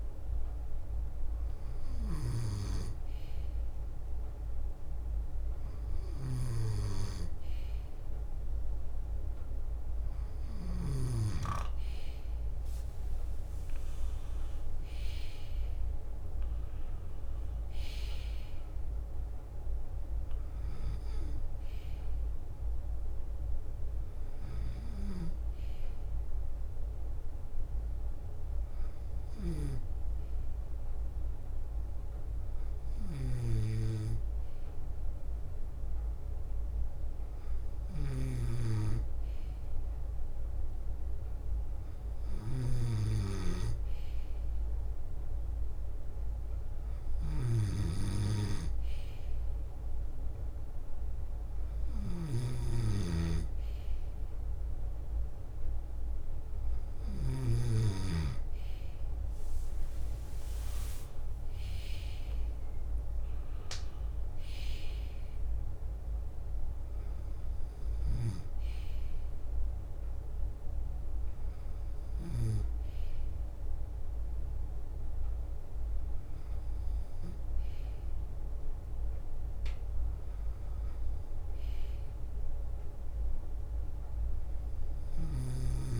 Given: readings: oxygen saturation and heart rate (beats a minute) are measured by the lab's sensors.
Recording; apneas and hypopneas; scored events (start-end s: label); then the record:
breathing in sleep by a room microphone; none
0.00-5.50 s: leg movement (device-marked)
0.00-12.00 s: bradycardia (device-marked, heart rate 54 extreme)
11.50-15.00 s: arousal
12.00-17.50 s: leg movement (device-marked)
20.00-60.00 s: bradycardia (device-marked, heart rate 59 before, 54 extreme)
26.50-36.00 s: leg movement (device-marked)
31.00-42.00 s: drop in pulse transit time (device-marked, heart rate 58 before, 54 extreme)
40.00-49.00 s: leg movement (device-marked)
52.00-57.50 s: snoring (device-marked)
59.00-65.00 s: leg movement (device-marked)
67.00-86.00 s: bradycardia (device-marked, heart rate 59 before, 52 extreme)
75.00-78.00 s: leg movement (device-marked)
79.00-84.00 s: leg movement (device-marked)
79.00-86.00 s: drop in pulse transit time (device-marked, heart rate 57 before, 52 extreme)
From the record:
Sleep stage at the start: N2 (light sleep); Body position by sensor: on the back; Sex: male